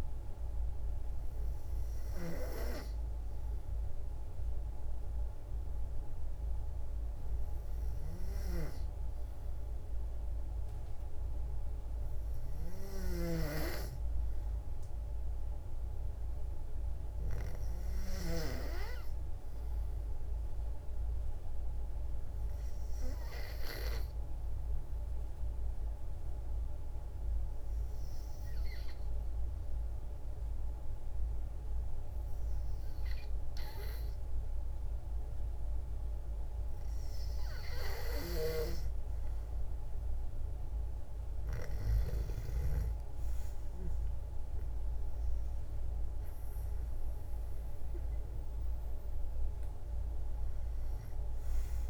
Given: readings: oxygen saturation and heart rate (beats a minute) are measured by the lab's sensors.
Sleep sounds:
breathing in sleep by a room microphone; 1
21.00-36.50 s: obstructive apnea (oxygen 96% before, 90% lowest, heart rate 57 before, 55 extreme, up 5 after)
39.50-43.00 s: arousal
42.00-51.90 s: oxygen desaturation (device-marked, oxygen 94% before, 90% lowest, heart rate 57 before, 55 extreme)
From the record:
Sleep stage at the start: N2 (light sleep); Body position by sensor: on the back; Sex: female

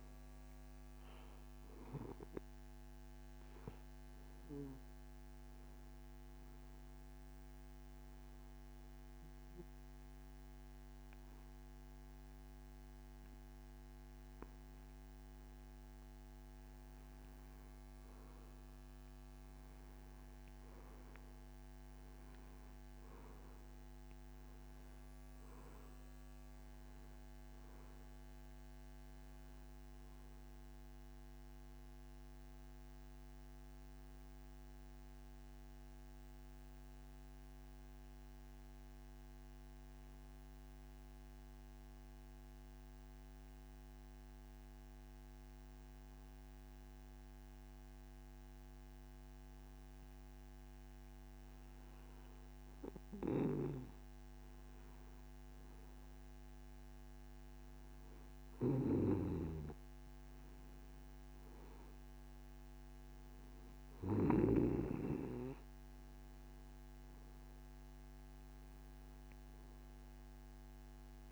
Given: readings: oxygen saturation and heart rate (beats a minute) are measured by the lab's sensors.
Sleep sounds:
breathing in sleep by a microphone on the trachea; 2
0.00-11.00 s: oxygen desaturation (device-marked, oxygen 91% lowest)
2.50-14.50 s: hypopnea (oxygen 96% before, 91% lowest)
19.50-25.00 s: arousal
35.00-54.50 s: hypopnea (oxygen 94% before, 91% lowest)
57.50-61.00 s: arousal
70.00-71.32 s: new sleep stage, N1 (lightest sleep)
From the record:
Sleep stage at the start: N2 (light sleep); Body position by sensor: on the back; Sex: male

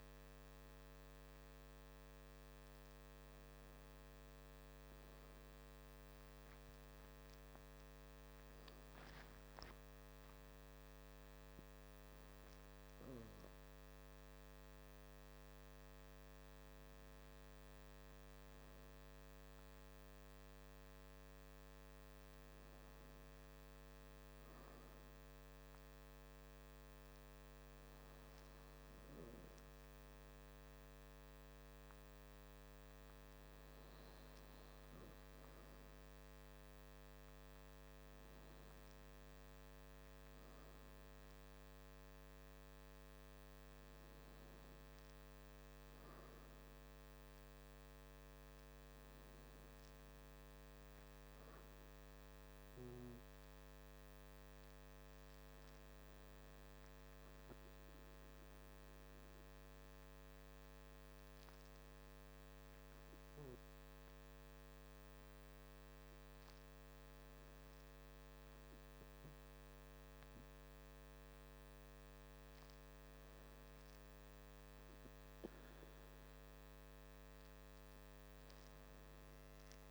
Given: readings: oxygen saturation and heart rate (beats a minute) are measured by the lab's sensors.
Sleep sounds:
breathing in sleep, hard to hear, by a microphone on the trachea; none
8.00-11.50 s: arousal
From the record:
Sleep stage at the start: N2 (light sleep); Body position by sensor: on the back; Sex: male

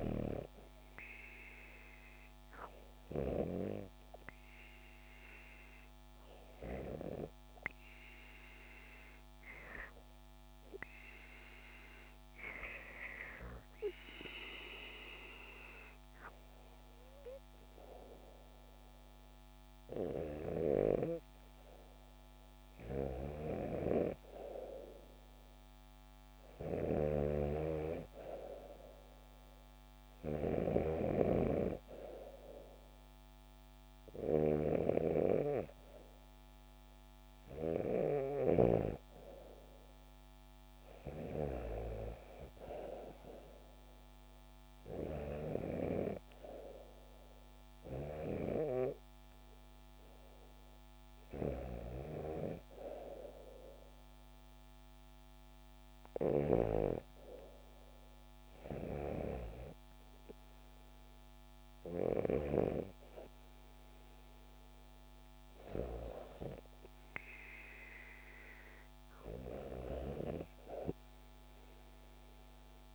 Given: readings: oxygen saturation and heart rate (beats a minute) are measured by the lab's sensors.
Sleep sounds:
breathing in sleep by a microphone on the trachea; 1
0.00-3.00 s: snoring (device-marked)
13.00-23.50 s: hypopnea (oxygen 97% before, 94% lowest, heart rate 70 before, 73 extreme, up 3 after)
22.50-38.00 s: snoring (device-marked)
25.00-29.50 s: arousal
44.50-48.00 s: snoring (device-marked)
55.50-62.50 s: snoring (device-marked)
From the record:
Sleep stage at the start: REM sleep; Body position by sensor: on the back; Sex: female

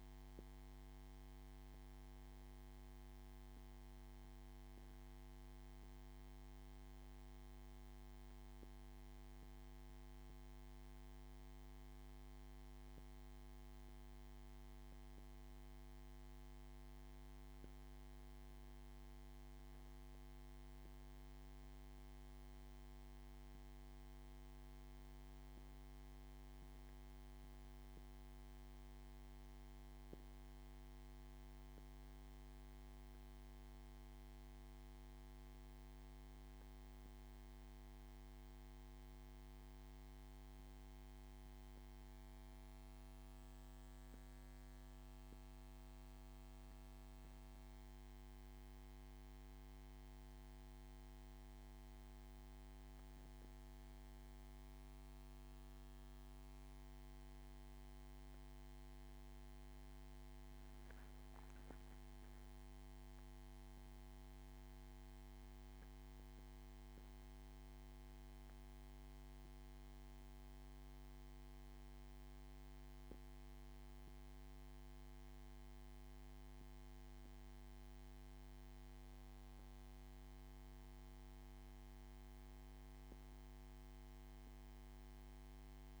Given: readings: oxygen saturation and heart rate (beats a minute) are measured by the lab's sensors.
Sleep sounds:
a person awake in a sleep study, hard to hear, by a microphone on the trachea; none
63.50-86.00 s: new sleep stage, N1 (lightest sleep)
From the record:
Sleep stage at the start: awake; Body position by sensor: on the back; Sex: male

